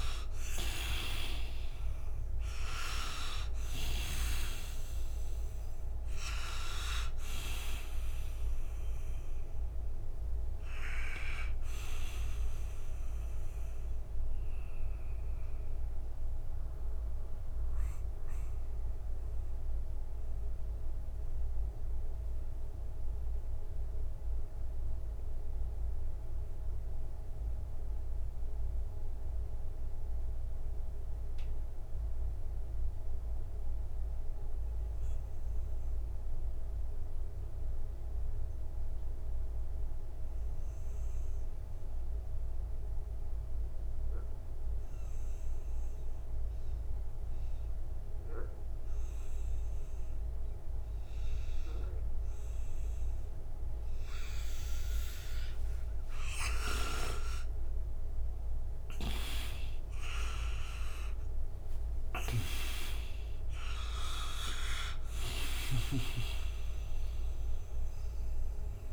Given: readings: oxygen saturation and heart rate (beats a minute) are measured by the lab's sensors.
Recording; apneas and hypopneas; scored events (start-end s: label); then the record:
breathing in sleep by a room microphone; 1
0.00-1.50 s: arousal
0.00-3.50 s: snoring (device-marked)
0.00-33.00 s: oxygen desaturation (device-marked, oxygen 81% lowest, heart rate 58 extreme)
14.00-54.50 s: mixed apnea (oxygen 98% before, 79% lowest, heart rate 65 before, 58 extreme, up 28 after)
46.00-68.93 s: oxygen desaturation (device-marked, oxygen 98% before, 79% lowest, heart rate 61 before, 58 extreme)
55.50-60.50 s: arousal
61.50-65.50 s: snoring (device-marked)
From the record:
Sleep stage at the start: N2 (light sleep); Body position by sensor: on the right side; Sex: male